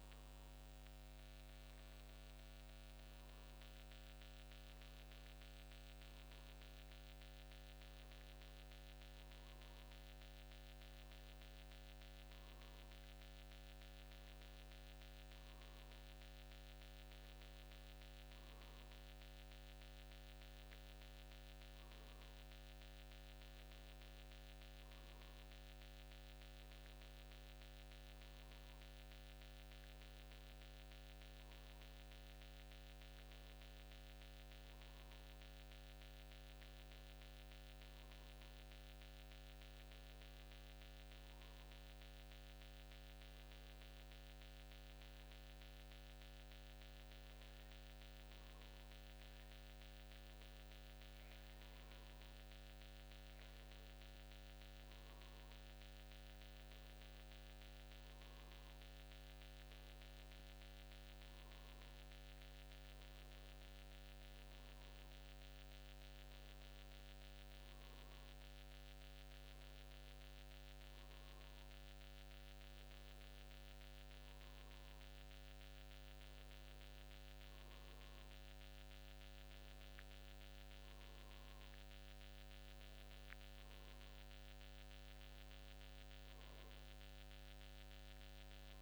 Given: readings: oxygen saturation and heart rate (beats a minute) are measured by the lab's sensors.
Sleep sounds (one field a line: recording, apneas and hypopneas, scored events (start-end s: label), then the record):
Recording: breathing in sleep, hard to hear, by a microphone on the trachea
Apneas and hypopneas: none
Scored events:
73.00-88.82 s: new sleep stage, N2 (light sleep)
From the record:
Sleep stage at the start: N1 (lightest sleep)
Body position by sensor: on the back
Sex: male